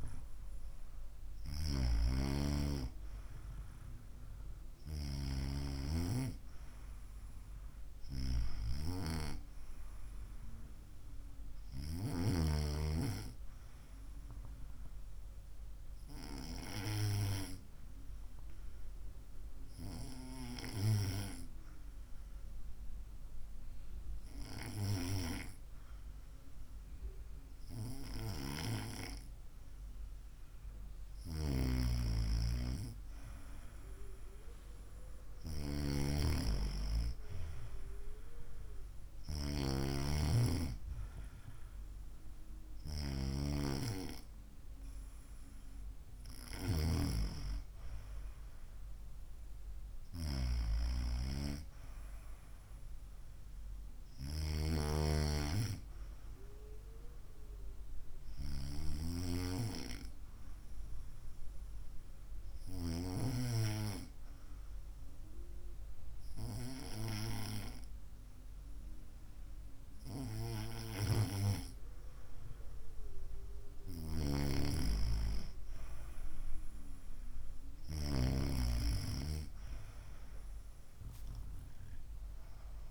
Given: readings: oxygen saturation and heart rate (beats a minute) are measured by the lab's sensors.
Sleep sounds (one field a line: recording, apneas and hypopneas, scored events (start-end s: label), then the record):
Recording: breathing in sleep by a room microphone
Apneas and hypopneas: 2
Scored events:
15.00-30.50 s: hypopnea (oxygen 95% before, 93% lowest, heart rate 61 before, 57 extreme, up 7 after)
32.50-36.50 s: arousal
58.00-73.00 s: hypopnea (oxygen 95% before, 93% lowest, heart rate 60 before, 57 extreme, up 6 after)
81.00-82.91 s: arousal
From the record:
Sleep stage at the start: N2 (light sleep)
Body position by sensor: on the right side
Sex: female